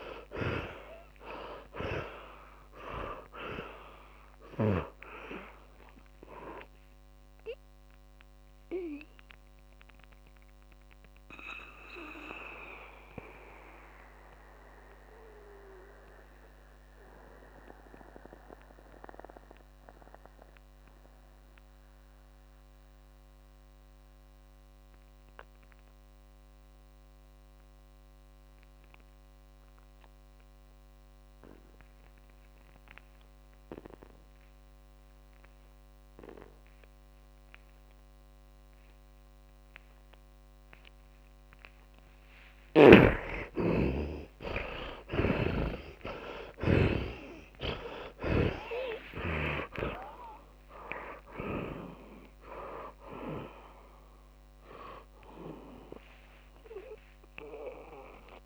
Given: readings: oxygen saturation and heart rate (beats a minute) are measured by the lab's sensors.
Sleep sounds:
breathing in sleep by a microphone on the trachea; 1
0.00-30.00 s: oxygen desaturation (device-marked, oxygen 77% lowest)
11.00-41.50 s: mixed apnea (oxygen 100% before, 77% lowest)
36.00-47.00 s: oxygen desaturation (device-marked, oxygen 100% before, 91% lowest)
45.50-52.00 s: snoring (device-marked)
49.00-55.00 s: arousal
52.00-58.46 s: oxygen desaturation (device-marked, oxygen 94% before, 77% lowest)
From the record:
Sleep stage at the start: N2 (light sleep); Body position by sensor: on the back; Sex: male

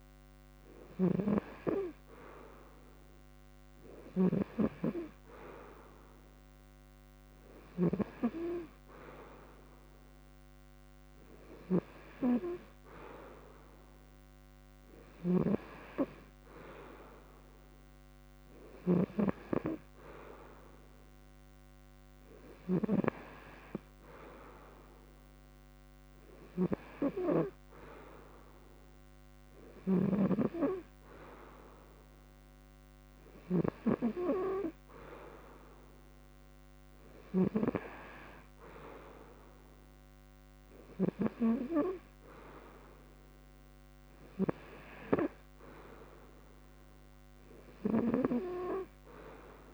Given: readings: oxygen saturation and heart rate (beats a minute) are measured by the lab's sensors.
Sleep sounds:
breathing in sleep by a microphone on the trachea; none
0.50-7.50 s: snoring (device-marked)
14.50-22.50 s: snoring (device-marked)
29.00-33.50 s: snoring (device-marked)
From the record:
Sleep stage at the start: N2 (light sleep); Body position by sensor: on the front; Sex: male

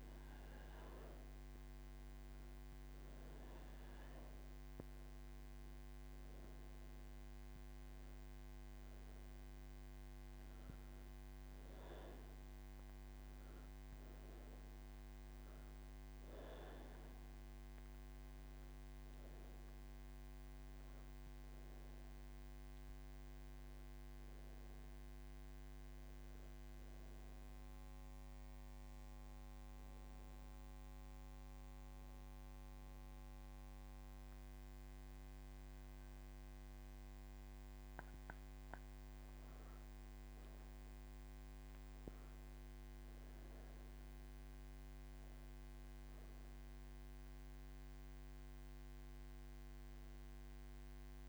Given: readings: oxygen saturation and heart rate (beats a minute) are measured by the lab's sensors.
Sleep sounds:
breathing in sleep, hard to hear, by a microphone on the trachea; 1
31.00-41.00 s: obstructive apnea (oxygen 98% before, 95% lowest)
From the record:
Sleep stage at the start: N3 (deep sleep); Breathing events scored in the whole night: 113 in 5.3 hours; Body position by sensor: on the right side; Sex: female

